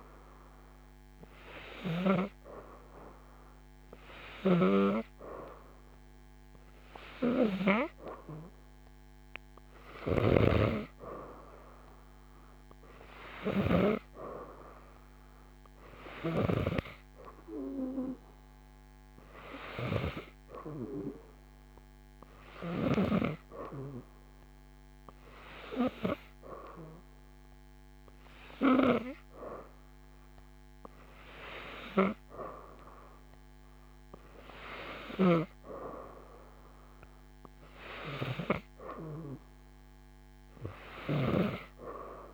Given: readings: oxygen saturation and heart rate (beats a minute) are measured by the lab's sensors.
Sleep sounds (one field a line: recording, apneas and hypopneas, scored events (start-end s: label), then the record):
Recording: breathing in sleep by a microphone on the trachea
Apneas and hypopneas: none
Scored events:
4.00-10.50 s: snoring (device-marked)
From the record:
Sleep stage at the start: N3 (deep sleep)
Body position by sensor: upright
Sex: female